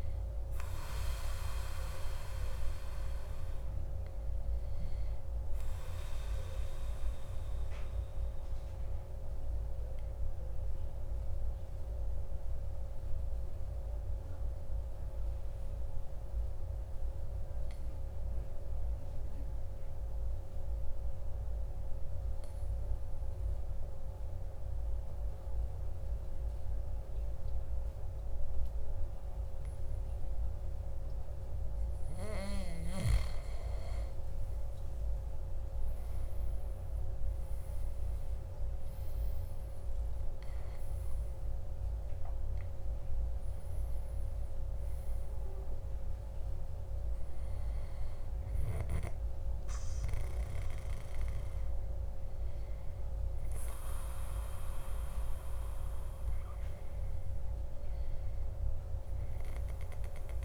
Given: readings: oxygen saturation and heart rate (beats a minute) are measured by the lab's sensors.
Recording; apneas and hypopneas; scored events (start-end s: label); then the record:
breathing in sleep, hard to hear, by a room microphone; 1
0.00-3.50 s: oxygen desaturation (device-marked, oxygen 95% lowest, heart rate 53 extreme)
11.50-32.50 s: mixed apnea (oxygen 98% before, 95% lowest, heart rate 57 before, 52 extreme, up 9 after)
35.50-49.50 s: oxygen desaturation (device-marked, oxygen 99% before, 95% lowest, heart rate 55 before, 52 extreme)
37.50-42.00 s: arousal
From the record:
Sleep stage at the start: N2 (light sleep); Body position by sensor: on the back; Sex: male